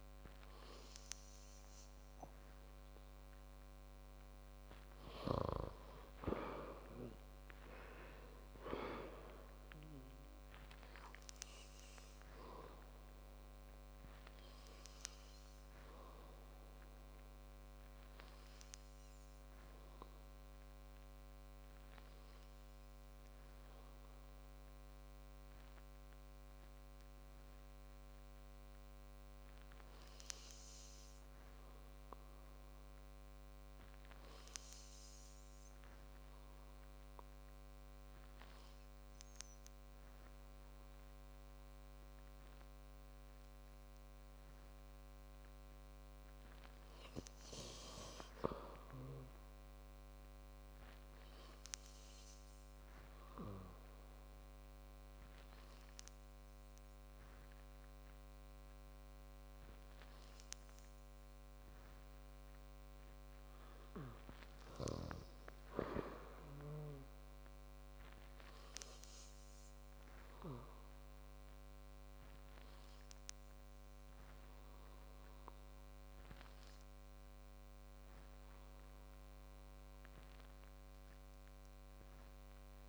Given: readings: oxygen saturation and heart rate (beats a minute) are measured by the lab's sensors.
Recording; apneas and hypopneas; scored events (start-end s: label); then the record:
breathing in sleep by a microphone on the trachea; 1
7.00-10.50 s: arousal
13.00-14.00 s: oxygen desaturation (device-marked, oxygen 99% before, 89% lowest, heart rate 72 before, 48 extreme)
33.00-44.00 s: oxygen desaturation (device-marked, oxygen 98% before, 92% lowest, heart rate 58 before, 58 extreme)
44.50-47.50 s: arousal
54.50-65.50 s: obstructive apnea (oxygen 98% before, 94% lowest, heart rate 64 before, 63 extreme, up 4 after)
67.00-70.00 s: arousal
From the record:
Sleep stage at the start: N2 (light sleep); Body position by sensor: on the back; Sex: male